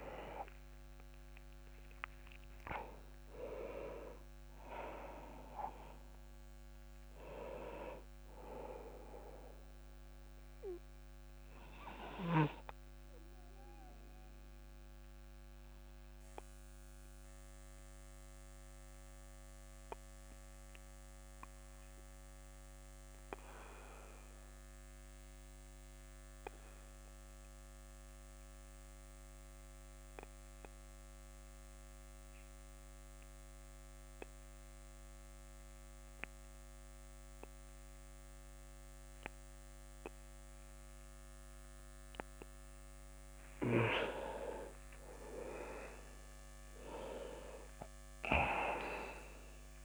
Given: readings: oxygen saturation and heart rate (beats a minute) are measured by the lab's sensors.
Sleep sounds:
breathing in sleep by a microphone on the trachea; 1
0.00-31.50 s: oxygen desaturation (device-marked, oxygen 86% lowest)
12.00-42.00 s: obstructive apnea (oxygen 98% before, 86% lowest)
45.00-49.85 s: arousal
From the record:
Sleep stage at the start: REM sleep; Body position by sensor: on the back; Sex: male

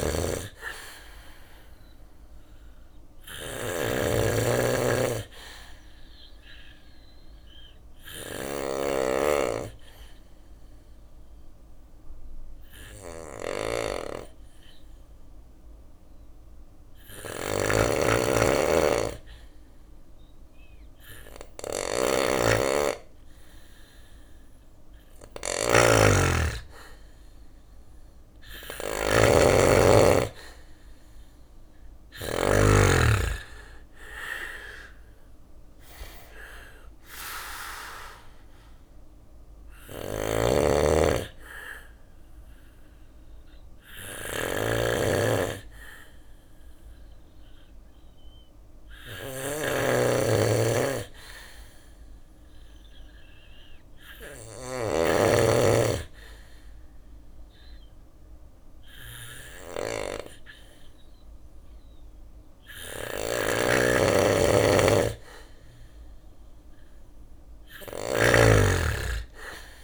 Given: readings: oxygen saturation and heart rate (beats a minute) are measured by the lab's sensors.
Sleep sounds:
breathing in sleep by a room microphone; 3
0.00-3.50 s: drop in pulse transit time (device-marked, heart rate 60 extreme)
0.00-31.50 s: snoring (device-marked)
0.50-13.50 s: bradycardia (device-marked, heart rate 61 before, 58 extreme)
4.50-21.50 s: obstructive apnea (oxygen 97% before, 93% lowest, heart rate 61 before, 57 extreme, up 3 after)
17.50-31.50 s: drop in pulse transit time (device-marked, heart rate 60 before, 57 extreme)
19.50-30.50 s: bradycardia (device-marked, heart rate 61 before, 57 extreme)
28.50-32.50 s: arousal
38.50-49.00 s: hypopnea (oxygen 98% before, 93% lowest, heart rate 60 before, 56 extreme, up 2 after)
38.50-52.50 s: oxygen desaturation (device-marked, oxygen 97% before, 93% lowest, heart rate 60 before, 56 extreme)
39.00-69.84 s: snoring (device-marked)
42.50-45.50 s: bradycardia (device-marked, heart rate 61 before, 60 extreme)
50.50-53.00 s: arousal
54.50-65.50 s: obstructive apnea (oxygen 98% before, 94% lowest, heart rate 61 before, 56 extreme, up 4 after)
58.50-68.50 s: bradycardia (device-marked, heart rate 61 before, 56 extreme)
67.50-69.84 s: arousal
From the record:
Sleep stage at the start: N2 (light sleep); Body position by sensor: on the back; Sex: male

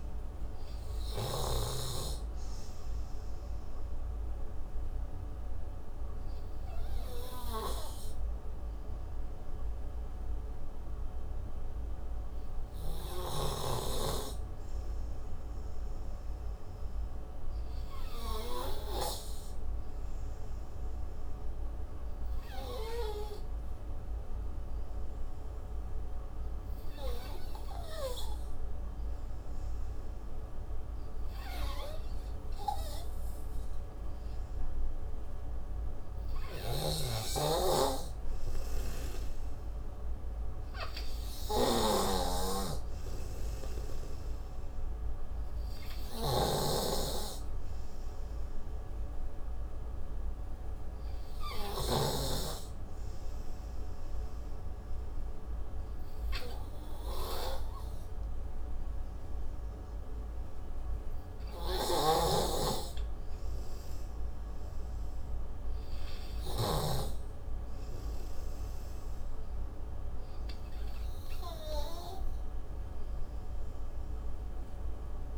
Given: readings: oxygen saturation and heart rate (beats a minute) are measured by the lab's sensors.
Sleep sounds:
breathing in sleep by a room microphone; 3
4.50-15.50 s: obstructive apnea (oxygen 94% before, 88% lowest)
17.00-20.00 s: arousal
22.00-34.00 s: oxygen desaturation (device-marked, oxygen 99% before, 92% lowest)
23.50-35.50 s: obstructive apnea (oxygen 99% before, 88% lowest)
37.50-52.50 s: snoring (device-marked)
45.00-48.50 s: arousal
53.00-60.00 s: oxygen desaturation (device-marked, oxygen 93% before, 90% lowest)
54.00-64.50 s: obstructive apnea (oxygen 96% before, 87% lowest)
62.00-67.00 s: snoring (device-marked)
62.00-68.00 s: oxygen desaturation (device-marked, oxygen 92% before, 88% lowest)
From the record:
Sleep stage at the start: N3 (deep sleep); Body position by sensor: on the right side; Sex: male

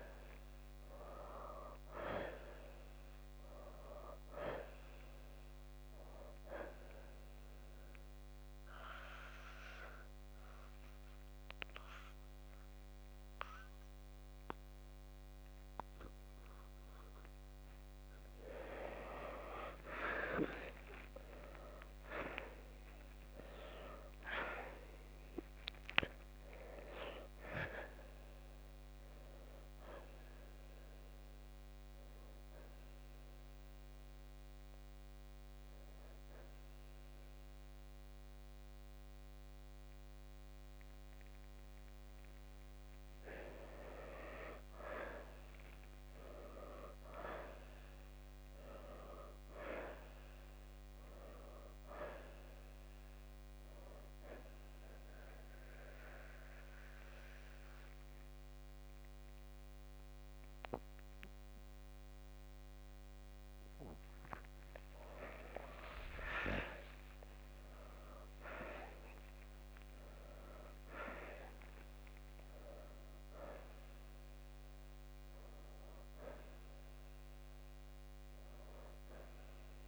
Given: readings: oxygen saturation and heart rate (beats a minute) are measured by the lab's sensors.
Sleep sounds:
breathing in sleep by a microphone on the trachea; 3
0.00-3.00 s: arousal
5.50-23.50 s: oxygen desaturation (device-marked, oxygen 92% before, 86% lowest, heart rate 67 before, 56 extreme)
7.50-17.50 s: central apnea (oxygen 93% before, 83% lowest, heart rate 66 before, 64 extreme, up 5 after)
22.50-26.50 s: arousal
31.00-43.00 s: hypopnea (oxygen 93% before, 83% lowest, heart rate 67 before, 56 extreme, up 13 after)
35.50-48.50 s: oxygen desaturation (device-marked, oxygen 93% before, 83% lowest, heart rate 68 before, 56 extreme)
46.00-50.50 s: arousal
54.50-65.00 s: central apnea (oxygen 94% before, 86% lowest, heart rate 67 before, 56 extreme, up 15 after)
60.50-77.50 s: oxygen desaturation (device-marked, oxygen 94% before, 86% lowest, heart rate 67 before, 60 extreme)
66.50-70.00 s: arousal
From the record:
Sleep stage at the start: N2 (light sleep); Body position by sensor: on the left side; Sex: male

